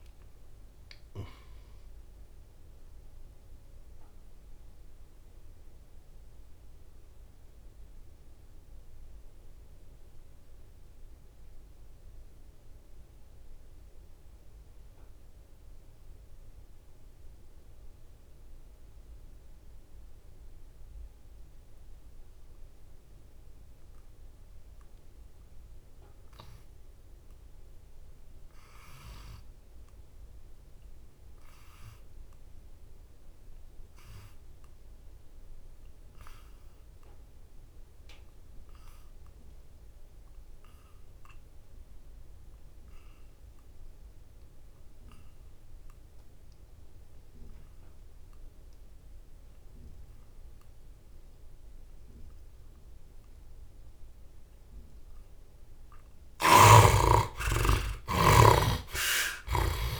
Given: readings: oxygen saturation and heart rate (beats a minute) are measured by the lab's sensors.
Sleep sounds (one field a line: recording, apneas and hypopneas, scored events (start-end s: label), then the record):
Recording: breathing in sleep by a room microphone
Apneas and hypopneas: 1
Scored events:
3.50-54.00 s: mixed apnea (heart rate 69 before, 59 extreme, up 19 after)
56.00-60.00 s: snoring (device-marked)
57.00-60.00 s: arousal
From the record:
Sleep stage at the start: N2 (light sleep)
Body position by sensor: on the back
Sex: male